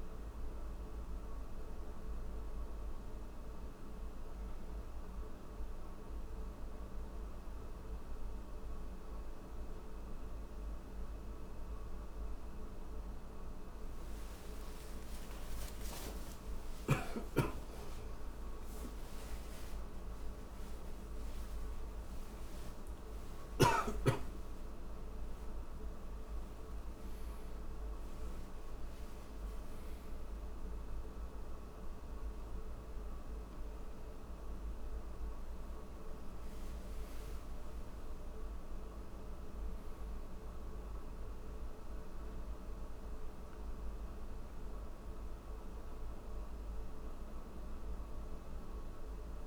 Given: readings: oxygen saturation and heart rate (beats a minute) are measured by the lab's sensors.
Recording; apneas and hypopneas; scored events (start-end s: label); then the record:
breathing in sleep, hard to hear, by a room microphone; none
30.50-49.47 s: new sleep stage, N1 (lightest sleep)
From the record:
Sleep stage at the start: N3 (deep sleep); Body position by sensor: on the back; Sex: male